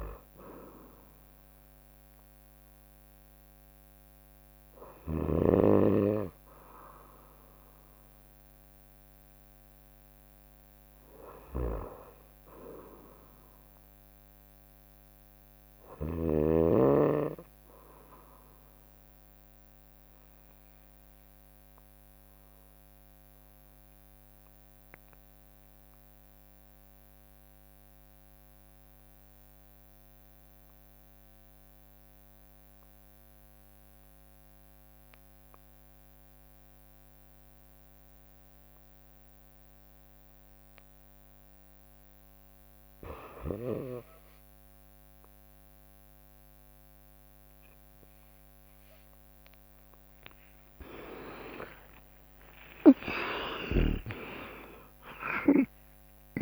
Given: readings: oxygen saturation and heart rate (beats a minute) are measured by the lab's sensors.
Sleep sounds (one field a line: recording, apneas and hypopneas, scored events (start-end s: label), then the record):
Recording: breathing in sleep by a microphone on the trachea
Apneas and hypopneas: 1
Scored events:
0.00-5.00 s: snoring (device-marked)
0.00-13.50 s: oxygen desaturation (device-marked, oxygen 88% lowest, heart rate 57 extreme)
11.00-16.00 s: snoring (device-marked)
13.00-16.00 s: arousal
18.00-42.50 s: obstructive apnea (oxygen 99% before, 91% lowest, heart rate 63 before, 57 extreme, up 11 after)
20.50-30.50 s: bradycardia (device-marked, heart rate 64 before, 57 extreme)
33.50-45.50 s: bradycardia (device-marked, heart rate 63 before, 58 extreme)
39.50-56.42 s: oxygen desaturation (device-marked, oxygen 97% before, 91% lowest, heart rate 59 before, 58 extreme)
50.00-52.00 s: long interval between heartbeats (device-marked, heart rate 59 before, 70 extreme)
50.00-55.00 s: arousal
51.50-56.42 s: drop in pulse transit time (device-marked, heart rate 60 before, 76 extreme)
52.00-54.00 s: long interval between heartbeats (device-marked, heart rate 60 before, 81 extreme)
53.00-56.42 s: snoring (device-marked)
From the record:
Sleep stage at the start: REM sleep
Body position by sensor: on the right side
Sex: female